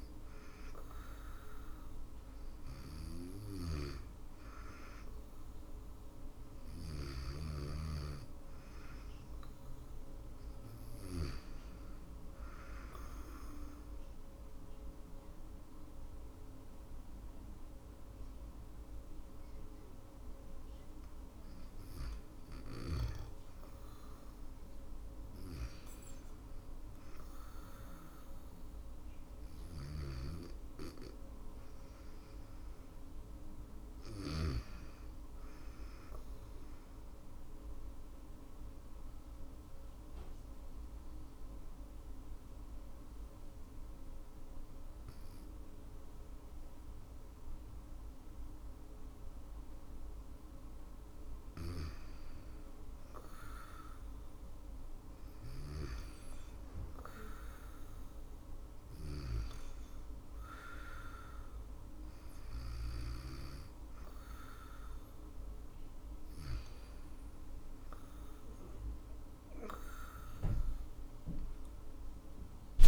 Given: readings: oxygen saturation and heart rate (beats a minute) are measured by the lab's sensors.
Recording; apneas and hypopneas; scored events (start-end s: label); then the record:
breathing in sleep by a room microphone; 2
2.50-6.00 s: snoring (device-marked)
11.00-21.50 s: obstructive apnea (oxygen 98% before, 96% lowest, heart rate 73 before, 66 extreme, up 1 after)
23.00-27.00 s: arousal
28.50-33.50 s: snoring (device-marked)
35.50-50.00 s: obstructive apnea (oxygen 98% before, 96% lowest, heart rate 70 before, 68 extreme, up 3 after)
54.50-72.88 s: new sleep stage, N2 (light sleep)
From the record:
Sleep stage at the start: REM sleep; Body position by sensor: on the back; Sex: female